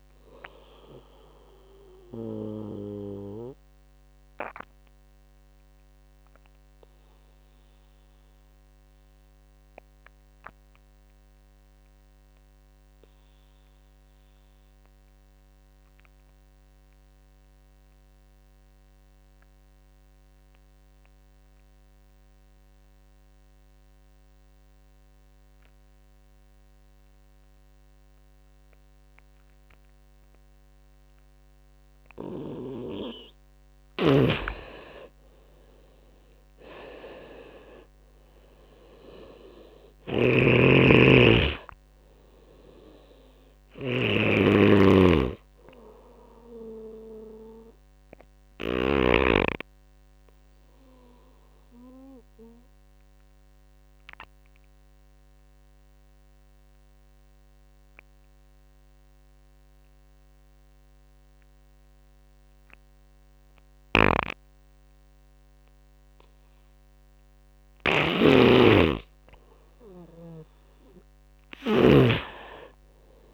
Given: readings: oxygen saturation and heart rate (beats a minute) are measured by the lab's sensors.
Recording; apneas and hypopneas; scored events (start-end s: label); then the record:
breathing in sleep by a microphone on the trachea; 2
0.00-13.50 s: oxygen desaturation (device-marked, oxygen 85% lowest)
0.50-30.50 s: obstructive apnea (oxygen 99% before, 85% lowest)
29.50-51.50 s: oxygen desaturation (device-marked, oxygen 96% before, 87% lowest)
33.00-48.50 s: snoring (device-marked)
34.00-38.00 s: arousal
47.50-66.50 s: obstructive apnea (oxygen 97% before, 87% lowest)
63.00-73.34 s: snoring (device-marked)
69.00-72.00 s: arousal
From the record:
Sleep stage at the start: N2 (light sleep); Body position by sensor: on the right side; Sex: male